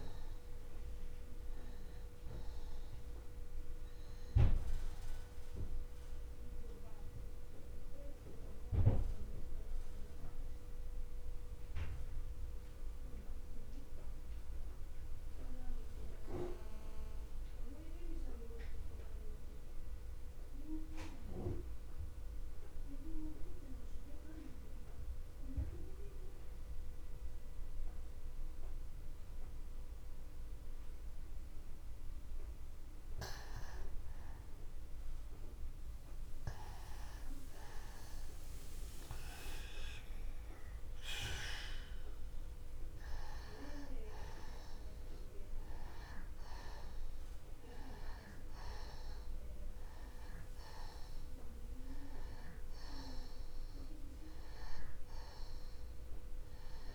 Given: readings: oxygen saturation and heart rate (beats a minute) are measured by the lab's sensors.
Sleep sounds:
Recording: breathing in sleep by a room microphone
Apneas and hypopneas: 1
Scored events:
0.00-24.00 s: oxygen desaturation (device-marked, oxygen 86% lowest, heart rate 63 extreme)
6.50-33.00 s: mixed apnea (oxygen 97% before, 84% lowest, heart rate 64 before, 63 extreme, up 0 after)
34.50-38.50 s: arousal
38.00-56.95 s: oxygen desaturation (device-marked, oxygen 97% before, 84% lowest, heart rate 63 before, 62 extreme)
From the record:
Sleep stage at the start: N2 (light sleep)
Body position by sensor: on the back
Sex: male

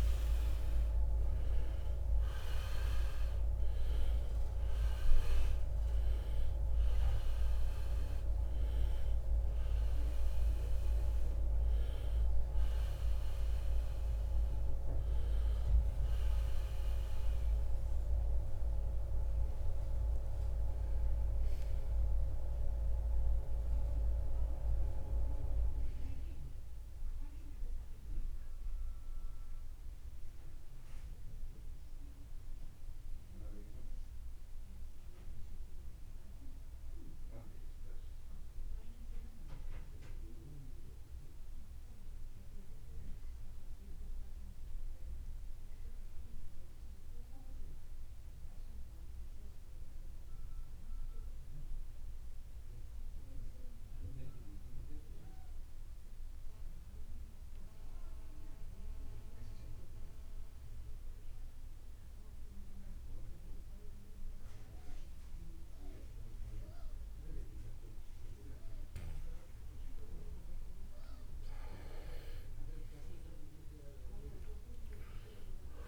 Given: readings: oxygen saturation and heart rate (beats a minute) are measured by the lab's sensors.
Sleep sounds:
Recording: breathing in sleep by a room microphone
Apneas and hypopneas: 1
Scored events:
0.00-2.00 s: arousal
0.00-49.00 s: oxygen desaturation (device-marked, oxygen 76% lowest, heart rate 43 extreme)
32.50-70.50 s: mixed apnea (oxygen 90% before, 76% lowest, heart rate 85 before, 55 extreme, up 21 after)
From the record:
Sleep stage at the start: REM sleep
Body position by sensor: on the right side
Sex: male

